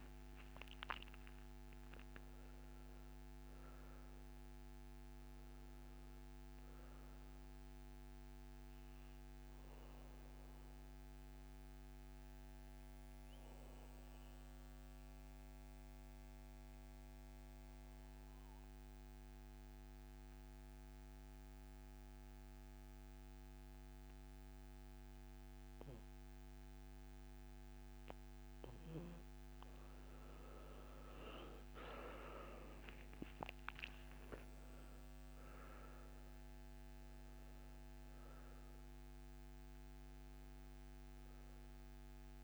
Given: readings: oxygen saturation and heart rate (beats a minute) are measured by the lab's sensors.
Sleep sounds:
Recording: breathing in sleep by a microphone on the trachea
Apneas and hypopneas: 1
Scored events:
0.00-1.00 s: arousal
0.00-18.00 s: oxygen desaturation (device-marked, oxygen 92% lowest, heart rate 64 extreme)
9.50-27.50 s: obstructive apnea (oxygen 98% before, 86% lowest, heart rate 69 before, 64 extreme, up 15 after)
26.00-42.44 s: oxygen desaturation (device-marked, oxygen 97% before, 86% lowest, heart rate 67 before, 61 extreme)
30.00-33.50 s: arousal
From the record:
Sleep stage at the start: N2 (light sleep)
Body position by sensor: on the back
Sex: male

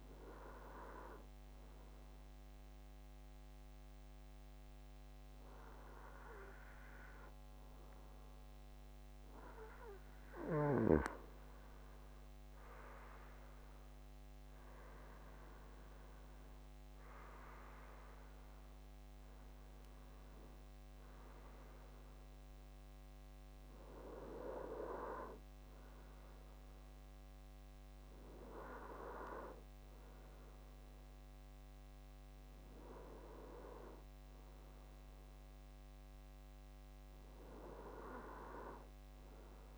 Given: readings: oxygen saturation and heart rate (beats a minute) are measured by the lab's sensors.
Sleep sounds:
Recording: breathing in sleep by a microphone on the trachea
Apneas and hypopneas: none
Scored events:
none scored
From the record:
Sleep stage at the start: N2 (light sleep)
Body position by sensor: on the front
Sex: male

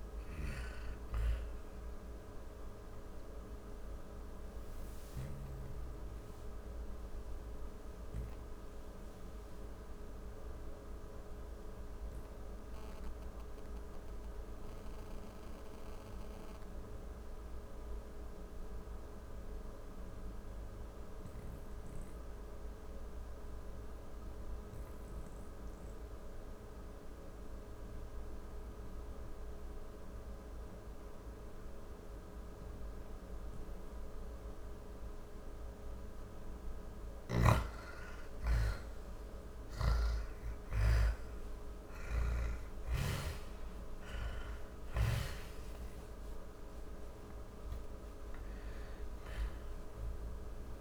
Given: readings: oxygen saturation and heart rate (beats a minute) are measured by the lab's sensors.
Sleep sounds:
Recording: breathing in sleep, hard to hear, by a room microphone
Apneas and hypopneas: 1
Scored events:
0.00-10.00 s: oxygen desaturation (device-marked, oxygen 89% lowest, heart rate 48 extreme)
4.00-50.81 s: new sleep stage, N2 (light sleep)
4.50-35.00 s: hypopnea (oxygen 99% before, 85% lowest, heart rate 65 before, 48 extreme, up 37 after)
25.00-50.81 s: oxygen desaturation (device-marked, oxygen 99% before, 85% lowest, heart rate 66 before, 53 extreme)
39.00-45.00 s: arousal
From the record:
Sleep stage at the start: N1 (lightest sleep)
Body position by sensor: on the back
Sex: female

